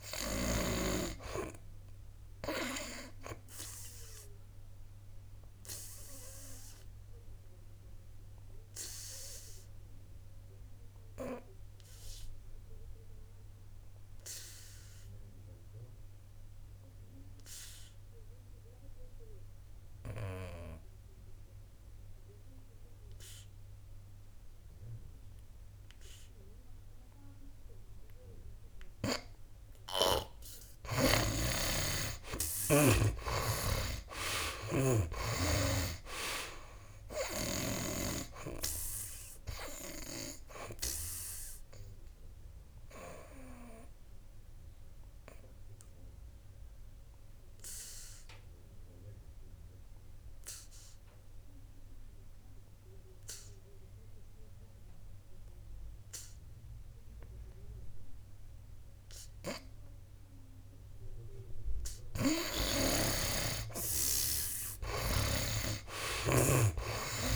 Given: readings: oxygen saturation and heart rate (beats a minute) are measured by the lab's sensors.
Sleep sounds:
breathing in sleep by a room microphone; 2
0.00-1.00 s: arousal
4.00-29.50 s: obstructive apnea (oxygen 93% before, 76% lowest, heart rate 67 before, 59 extreme, up 15 after)
11.00-31.00 s: oxygen desaturation (device-marked, oxygen 93% before, 76% lowest, heart rate 72 before, 59 extreme)
32.50-36.00 s: arousal
33.50-38.50 s: snoring (device-marked)
39.00-67.36 s: oxygen desaturation (device-marked, oxygen 96% before, 76% lowest, heart rate 66 before, 59 extreme)
43.00-62.50 s: obstructive apnea (oxygen 96% before, 76% lowest, heart rate 70 before, 59 extreme, up 17 after)
65.00-67.36 s: arousal
From the record:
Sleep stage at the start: N2 (light sleep); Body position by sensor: on the back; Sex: male

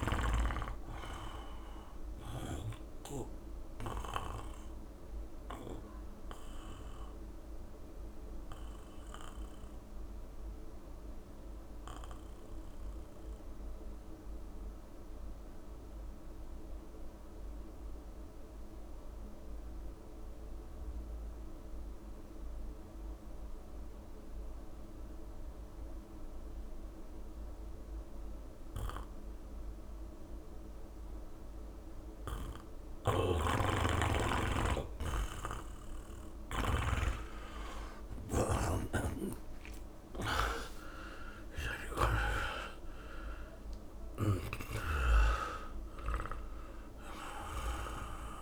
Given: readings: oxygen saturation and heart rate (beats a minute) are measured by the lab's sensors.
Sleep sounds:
breathing in sleep by a room microphone; 1
0.00-14.00 s: oxygen desaturation (device-marked, oxygen 84% lowest, heart rate 65 extreme)
4.00-34.50 s: obstructive apnea (oxygen 98% before, 84% lowest)
30.00-43.00 s: oxygen desaturation (device-marked, oxygen 98% before, 91% lowest)
32.50-42.00 s: snoring (device-marked)
36.50-38.50 s: long interval between heartbeats (device-marked, heart rate 71 before, 66 extreme)
38.50-43.00 s: arousal
From the record:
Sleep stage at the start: N2 (light sleep); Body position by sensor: on the back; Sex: male

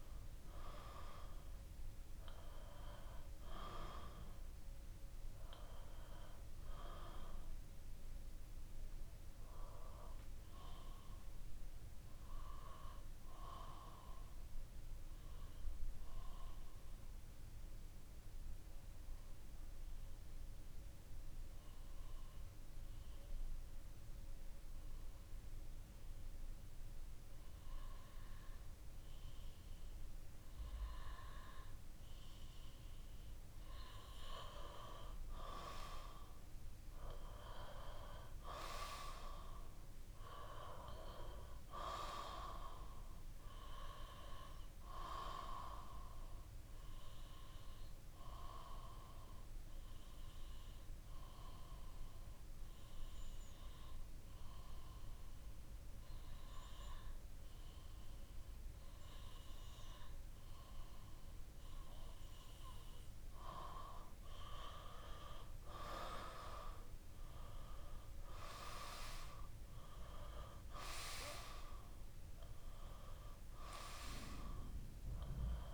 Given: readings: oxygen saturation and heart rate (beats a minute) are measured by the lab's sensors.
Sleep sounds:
breathing in sleep by a room microphone; 2
0.00-35.00 s: oxygen desaturation (device-marked, oxygen 88% lowest, heart rate 61 extreme)
6.50-33.00 s: obstructive apnea (oxygen 96% before, 88% lowest, heart rate 68 before, 61 extreme, up 4 after)
35.50-39.50 s: arousal
47.00-62.50 s: obstructive apnea (oxygen 98% before, 92% lowest, heart rate 64 before, 61 extreme, up 8 after)
60.00-73.00 s: oxygen desaturation (device-marked, oxygen 96% before, 92% lowest, heart rate 63 before, 61 extreme)
65.50-69.00 s: arousal
From the record:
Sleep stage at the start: REM sleep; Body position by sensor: on the back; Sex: male

